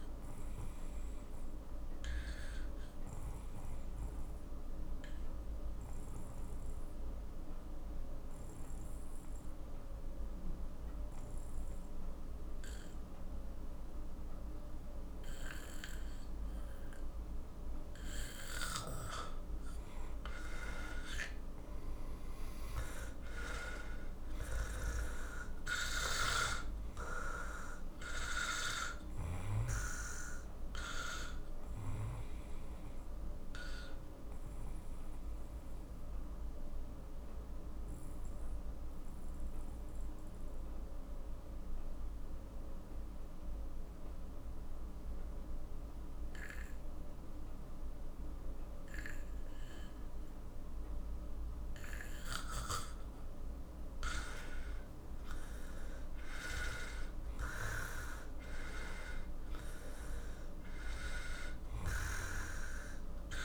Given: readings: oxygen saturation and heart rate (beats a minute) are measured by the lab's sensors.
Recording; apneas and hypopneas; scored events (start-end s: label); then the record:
breathing in sleep by a room microphone; 2
1.50-19.50 s: obstructive apnea (oxygen 96% before, 91% lowest, heart rate 56 before, 41 extreme, up 11 after)
21.00-25.00 s: arousal
24.00-37.00 s: oxygen desaturation (device-marked, oxygen 97% before, 92% lowest, heart rate 50 before, 41 extreme)
33.50-53.00 s: obstructive apnea (oxygen 97% before, 91% lowest, heart rate 54 before, 42 extreme, up 14 after)
54.50-59.00 s: arousal
60.00-63.45 s: oxygen desaturation (device-marked, oxygen 98% before, 91% lowest, heart rate 50 before, 44 extreme)
From the record:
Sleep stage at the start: N2 (light sleep); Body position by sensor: on the back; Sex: male